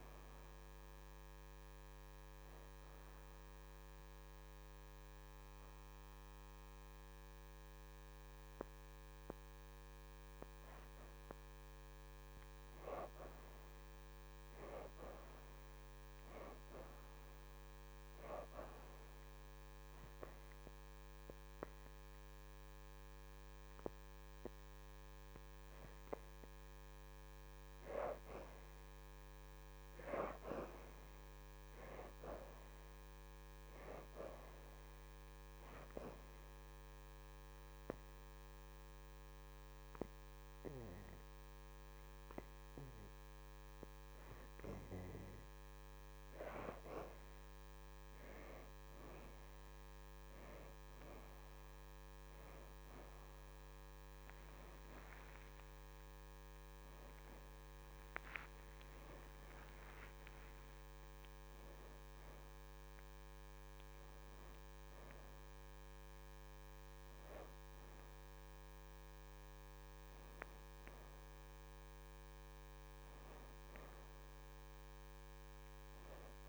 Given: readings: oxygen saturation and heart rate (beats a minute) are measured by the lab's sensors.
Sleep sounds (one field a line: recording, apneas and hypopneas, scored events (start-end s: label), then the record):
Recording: breathing in sleep by a microphone on the trachea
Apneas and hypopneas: 3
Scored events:
0.00-1.00 s: arousal
1.00-25.00 s: oxygen desaturation (device-marked, oxygen 79% before, 58% lowest, heart rate 81 before, 76 extreme)
3.00-13.00 s: hypopnea (oxygen 79% before, 58% lowest, heart rate 82 before, 76 extreme, up 4 after)
14.00-17.00 s: arousal
19.00-29.00 s: hypopnea (oxygen 79% before, 58% lowest, heart rate 81 before, 79 extreme, up 4 after)
30.50-34.00 s: arousal
36.00-46.00 s: obstructive apnea (oxygen 76% before, 59% lowest, heart rate 80 before, 79 extreme, up 4 after)
37.00-50.00 s: oxygen desaturation (device-marked, oxygen 77% before, 61% lowest, heart rate 80 before, 79 extreme)
52.00-76.49 s: oxygen desaturation (device-marked, oxygen 76% before, 59% lowest, heart rate 82 before, 79 extreme)
54.50-60.00 s: arousal
From the record:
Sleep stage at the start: N2 (light sleep)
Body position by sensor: on the back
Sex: female